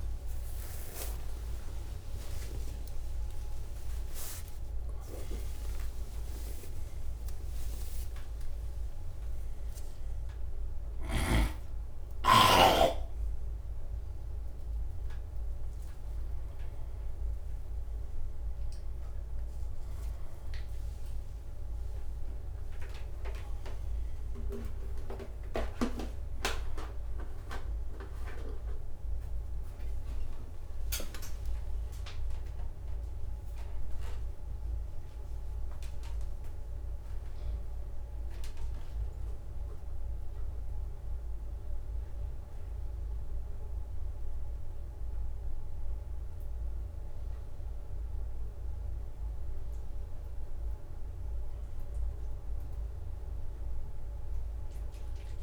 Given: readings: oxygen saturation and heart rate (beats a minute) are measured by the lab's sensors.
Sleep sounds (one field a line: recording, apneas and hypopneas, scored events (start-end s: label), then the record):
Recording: a person awake in a sleep study, by a room microphone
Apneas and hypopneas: none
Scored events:
0.00-10.00 s: tachycardia (device-marked, heart rate 167 extreme)
0.00-13.00 s: drop in pulse transit time (device-marked, heart rate 88 before, 102 extreme)
2.50-4.50 s: long interval between heartbeats (device-marked, heart rate 94 before, 152 extreme)
5.00-7.00 s: long interval between heartbeats (device-marked, heart rate 107 before, 135 extreme)
7.00-9.00 s: long interval between heartbeats (device-marked, heart rate 113 before, 117 extreme)
14.00-23.00 s: oxygen desaturation (device-marked, oxygen 100% before, 96% lowest, heart rate 118 before, 81 extreme)
20.00-26.50 s: leg movement (device-marked)
35.00-55.43 s: new sleep stage, N1 (lightest sleep)
37.00-49.00 s: drop in pulse transit time (device-marked, heart rate 83 before, 84 extreme)
From the record:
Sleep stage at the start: awake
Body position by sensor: on the front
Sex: male